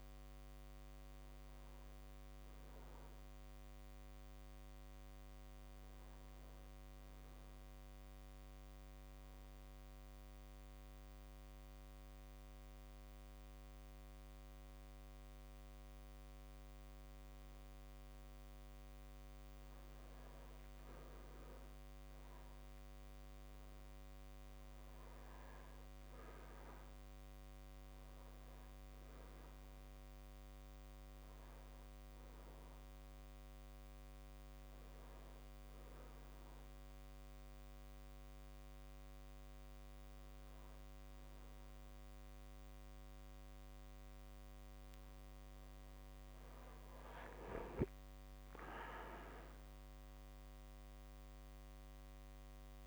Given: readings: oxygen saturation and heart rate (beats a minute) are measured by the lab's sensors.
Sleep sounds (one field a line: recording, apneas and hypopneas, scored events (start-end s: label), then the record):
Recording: breathing in sleep, hard to hear, by a microphone on the trachea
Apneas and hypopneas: 1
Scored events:
9.00-19.50 s: obstructive apnea (oxygen 98% before, 96% lowest)
21.50-25.50 s: arousal
From the record:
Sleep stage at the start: N2 (light sleep)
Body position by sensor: on the back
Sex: male